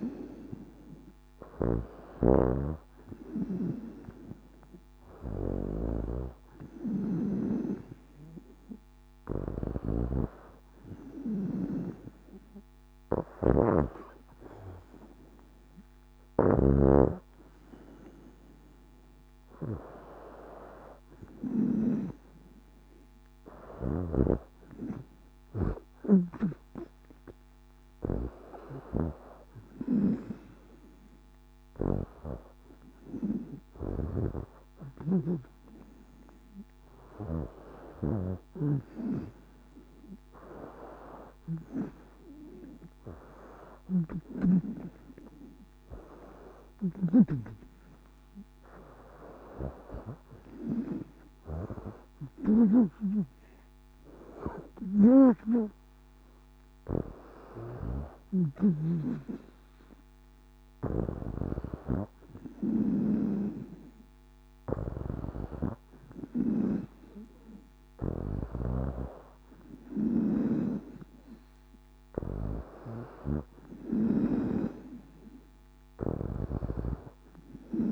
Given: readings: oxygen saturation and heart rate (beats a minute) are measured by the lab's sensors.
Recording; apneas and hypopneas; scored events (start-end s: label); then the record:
breathing in sleep by a microphone on the trachea; none
0.00-21.50 s: snoring (device-marked)
23.50-47.00 s: snoring (device-marked)
57.50-61.50 s: snoring (device-marked)
68.00-74.00 s: snoring (device-marked)
From the record:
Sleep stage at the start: N2 (light sleep); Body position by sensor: on the back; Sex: female